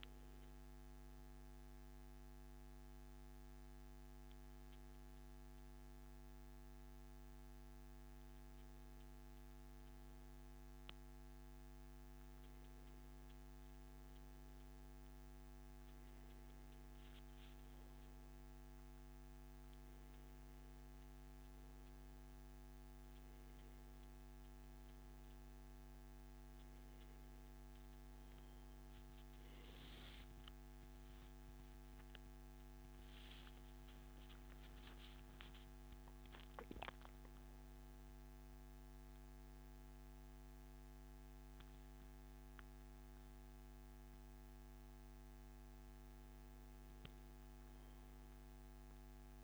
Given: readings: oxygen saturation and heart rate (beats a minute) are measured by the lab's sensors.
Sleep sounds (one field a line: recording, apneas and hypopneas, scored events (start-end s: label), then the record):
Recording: a person awake in a sleep study, hard to hear, by a microphone on the trachea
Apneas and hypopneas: none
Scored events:
none scored
From the record:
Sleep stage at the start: awake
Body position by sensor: on the back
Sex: male